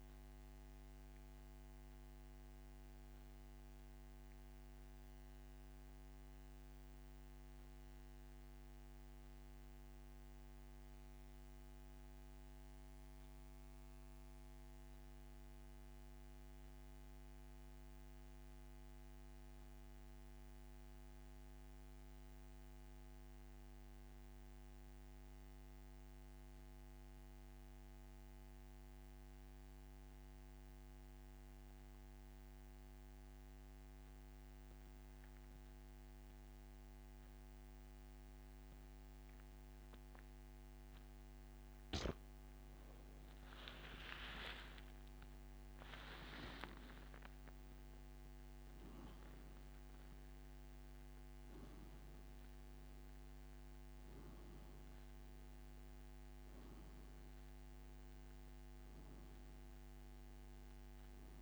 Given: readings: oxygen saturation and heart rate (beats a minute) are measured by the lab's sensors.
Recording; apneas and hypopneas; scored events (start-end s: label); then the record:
breathing in sleep, hard to hear, by a microphone on the trachea; 1
1.00-40.50 s: mixed apnea (oxygen 97% before, 85% lowest, heart rate 86 before, 54 extreme, up 24 after)
3.00-34.00 s: oxygen desaturation (device-marked, oxygen 96% before, 88% lowest, heart rate 86 before, 54 extreme)
45.50-50.50 s: arousal
53.00-61.42 s: oxygen desaturation (device-marked, oxygen 97% before, 93% lowest, heart rate 77 before, 64 extreme)
From the record:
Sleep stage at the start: N2 (light sleep); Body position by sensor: on the back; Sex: male